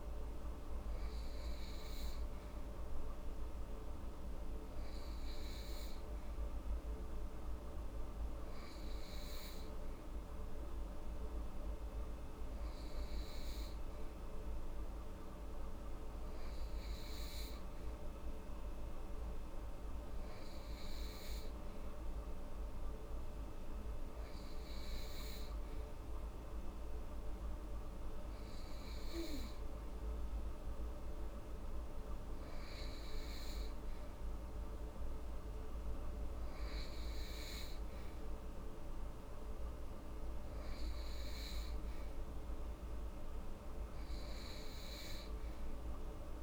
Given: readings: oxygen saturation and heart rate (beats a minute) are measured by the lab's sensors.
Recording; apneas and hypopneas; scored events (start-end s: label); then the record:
breathing in sleep, hard to hear, by a room microphone; none
none scored
From the record:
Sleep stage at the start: N3 (deep sleep); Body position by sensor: upright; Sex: female